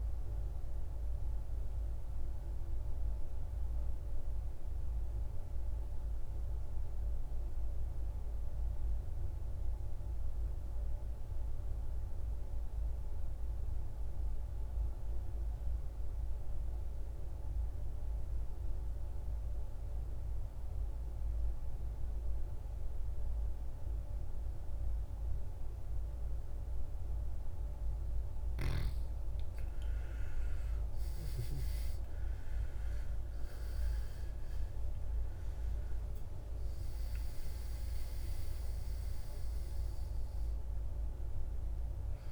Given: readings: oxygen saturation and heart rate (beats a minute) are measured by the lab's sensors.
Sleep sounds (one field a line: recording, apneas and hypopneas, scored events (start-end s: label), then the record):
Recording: breathing in sleep, hard to hear, by a room microphone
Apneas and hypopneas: 1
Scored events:
0.00-13.50 s: oxygen desaturation (device-marked, oxygen 82% lowest, heart rate 54 extreme)
0.50-27.50 s: mixed apnea (oxygen 98% before, 80% lowest, heart rate 67 before, 52 extreme, up 14 after)
26.50-42.32 s: oxygen desaturation (device-marked, oxygen 98% before, 80% lowest, heart rate 58 before, 51 extreme)
29.50-33.50 s: arousal
From the record:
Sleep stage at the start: N2 (light sleep)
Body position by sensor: on the back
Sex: male